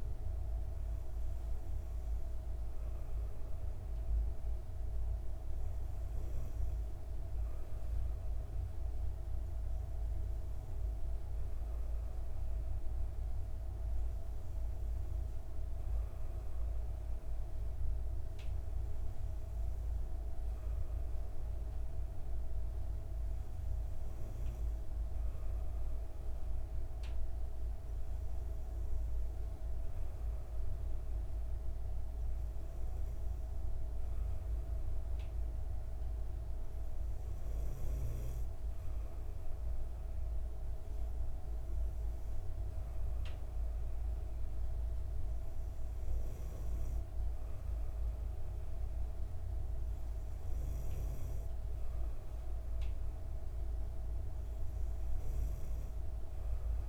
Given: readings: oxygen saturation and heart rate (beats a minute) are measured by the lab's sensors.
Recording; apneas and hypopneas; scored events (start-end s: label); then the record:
breathing in sleep, hard to hear, by a room microphone; none
none scored
From the record:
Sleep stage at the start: N2 (light sleep); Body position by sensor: on the back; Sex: female